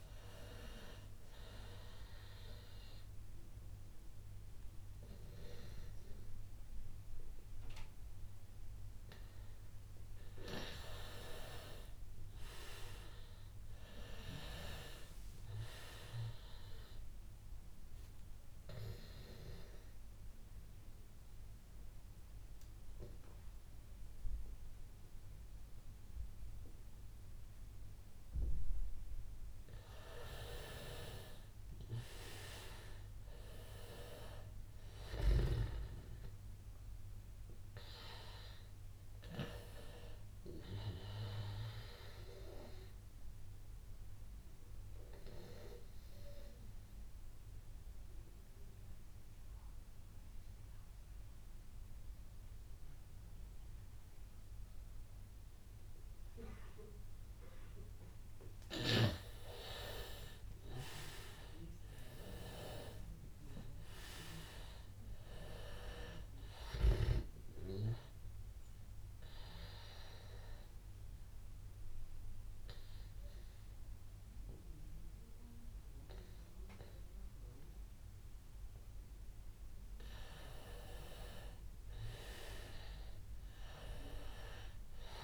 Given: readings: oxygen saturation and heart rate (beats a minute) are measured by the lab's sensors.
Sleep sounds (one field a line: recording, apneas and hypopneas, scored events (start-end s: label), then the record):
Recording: breathing in sleep by a room microphone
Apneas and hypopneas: 4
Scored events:
0.00-11.00 s: oxygen desaturation (device-marked, oxygen 91% lowest, heart rate 82 extreme)
1.50-11.50 s: obstructive apnea (oxygen 97% before, 91% lowest, heart rate 88 before, 82 extreme, up 9 after)
12.50-15.50 s: arousal
18.00-29.50 s: obstructive apnea (oxygen 97% before, 89% lowest, heart rate 88 before, 79 extreme, up 6 after)
31.00-35.00 s: arousal
40.00-54.00 s: oxygen desaturation (device-marked, oxygen 97% before, 91% lowest, heart rate 89 before, 79 extreme)
43.00-59.00 s: obstructive apnea (oxygen 97% before, 89% lowest, heart rate 90 before, 79 extreme, up 12 after)
60.00-63.50 s: arousal
62.00-84.00 s: oxygen desaturation (device-marked, oxygen 97% before, 89% lowest, heart rate 85 before, 83 extreme)
69.50-80.00 s: obstructive apnea (oxygen 97% before, 89% lowest, heart rate 85 before, 83 extreme, up 10 after)
81.50-85.00 s: arousal
From the record:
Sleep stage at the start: N2 (light sleep)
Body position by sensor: on the back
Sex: male